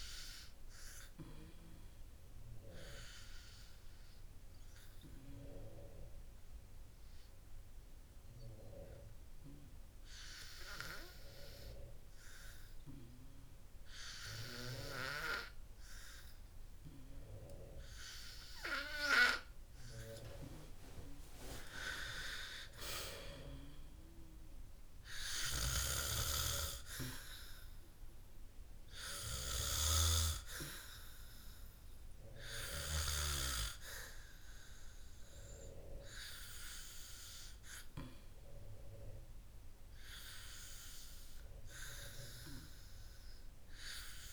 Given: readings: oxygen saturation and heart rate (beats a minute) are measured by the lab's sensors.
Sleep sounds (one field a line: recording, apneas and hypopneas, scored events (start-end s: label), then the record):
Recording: breathing in sleep by a room microphone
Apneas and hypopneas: 1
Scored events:
1.00-18.00 s: hypopnea (oxygen 98% before, 94% lowest, heart rate 64 before, 52 extreme, up 10 after)
21.50-25.50 s: arousal
From the record:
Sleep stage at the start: N2 (light sleep)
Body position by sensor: on the back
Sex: male